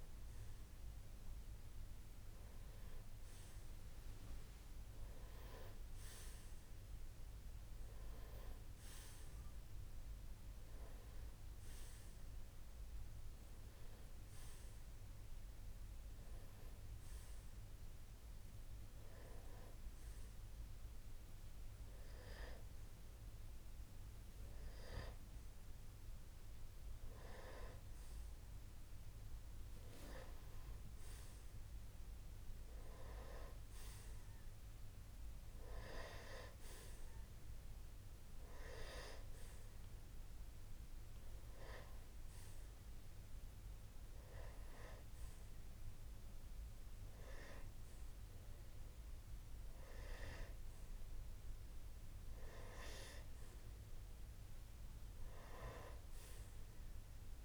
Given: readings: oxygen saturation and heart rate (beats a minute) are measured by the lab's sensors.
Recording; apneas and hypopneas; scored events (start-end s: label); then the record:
breathing in sleep by a room microphone; none
7.00-24.00 s: oxygen desaturation (device-marked, oxygen 93% before, 90% lowest)
22.00-57.45 s: new sleep stage, N2 (light sleep)
From the record:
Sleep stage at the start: N1 (lightest sleep); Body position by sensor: on the right side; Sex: male